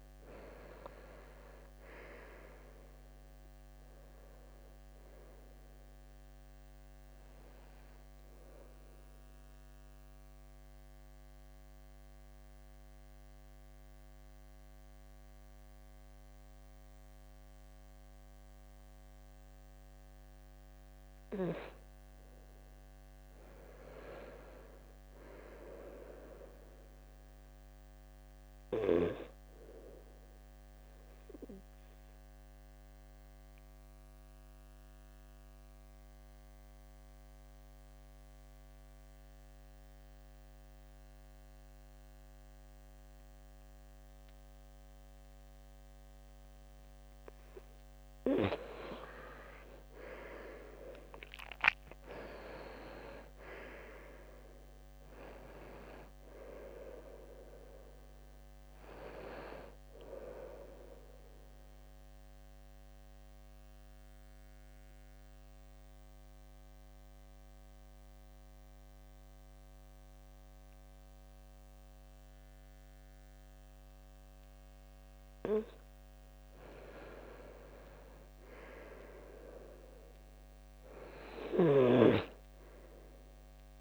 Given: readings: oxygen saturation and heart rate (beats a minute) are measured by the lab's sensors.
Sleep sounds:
breathing in sleep by a microphone on the trachea; 3
8.00-21.00 s: central apnea (oxygen 98% before, 90% lowest, heart rate 74 before, 64 extreme, up 6 after)
13.50-28.50 s: oxygen desaturation (device-marked, oxygen 97% before, 93% lowest, heart rate 74 before, 64 extreme)
23.00-27.00 s: arousal
28.50-48.00 s: mixed apnea (oxygen 98% before, 90% lowest, heart rate 71 before, 64 extreme, up 12 after)
42.50-50.50 s: oxygen desaturation (device-marked, oxygen 97% before, 93% lowest, heart rate 69 before, 68 extreme)
49.50-53.50 s: arousal
58.50-80.50 s: oxygen desaturation (device-marked, oxygen 95% before, 90% lowest, heart rate 70 before, 66 extreme)
61.00-76.00 s: central apnea (oxygen 98% before, 90% lowest, heart rate 70 before, 66 extreme, up 2 after)
78.50-82.00 s: arousal
From the record:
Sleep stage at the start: N2 (light sleep); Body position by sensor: on the back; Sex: male

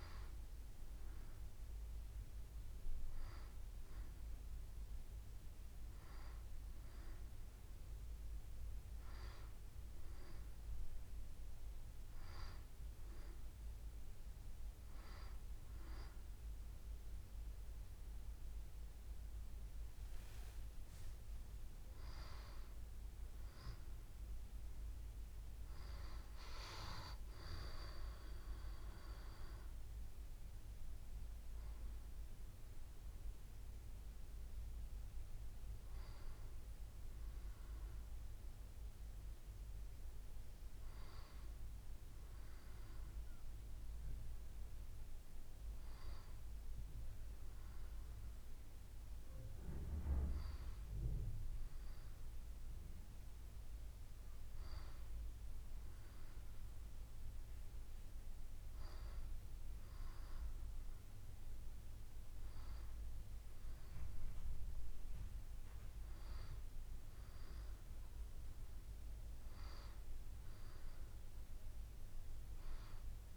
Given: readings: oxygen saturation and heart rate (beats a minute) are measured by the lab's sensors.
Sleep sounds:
breathing in sleep by a room microphone; none
22.00-27.00 s: arousal
45.50-47.50 s: long interval between heartbeats (device-marked, heart rate 73 before, 69 extreme)
From the record:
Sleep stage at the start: N2 (light sleep); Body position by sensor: on the back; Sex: female

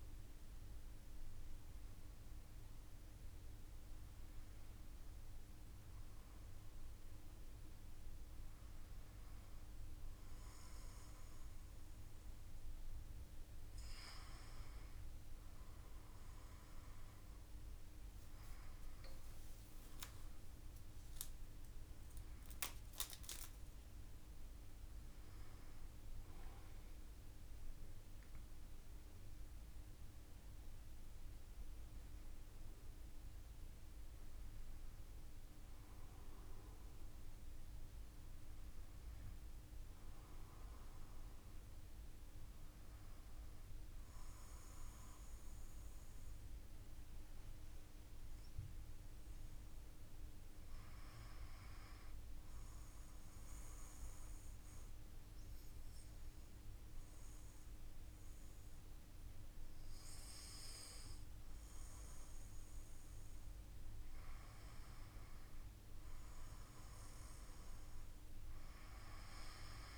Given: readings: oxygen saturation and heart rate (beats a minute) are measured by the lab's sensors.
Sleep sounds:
breathing in sleep, hard to hear, by a room microphone; 1
19.00-24.00 s: arousal
19.50-69.98 s: new sleep stage, N2 (light sleep)
51.50-62.50 s: obstructive apnea (oxygen 97% before, 94% lowest, heart rate 55 before, 52 extreme, up 1 after)
65.50-69.00 s: arousal
From the record:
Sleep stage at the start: N1 (lightest sleep); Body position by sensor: on the back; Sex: male

